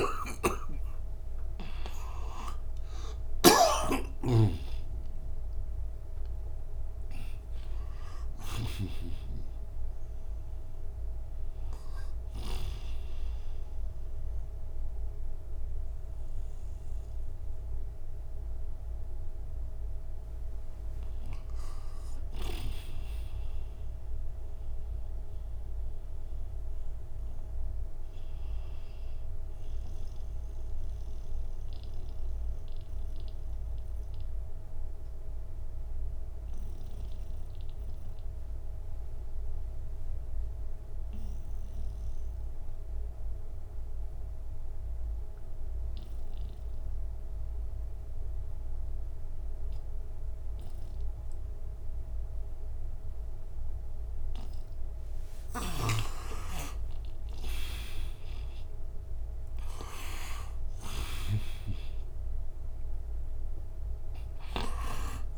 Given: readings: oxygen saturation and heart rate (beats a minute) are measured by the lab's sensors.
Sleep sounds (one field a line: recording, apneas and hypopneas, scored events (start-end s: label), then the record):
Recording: breathing in sleep by a room microphone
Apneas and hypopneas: 1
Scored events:
0.00-3.50 s: arousal
0.00-12.50 s: snoring (device-marked)
0.00-34.50 s: oxygen desaturation (device-marked, oxygen 80% lowest, heart rate 62 extreme)
17.50-65.37 s: new sleep stage, N1 (lightest sleep)
32.00-55.00 s: mixed apnea (oxygen 87% before, 81% lowest, heart rate 69 before, 62 extreme, up 35 after)
53.50-65.37 s: oxygen desaturation (device-marked, oxygen 97% before, 81% lowest, heart rate 62 before, 59 extreme)
55.00-65.37 s: snoring (device-marked)
56.00-63.50 s: arousal
From the record:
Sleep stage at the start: N2 (light sleep)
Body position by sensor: on the right side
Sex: male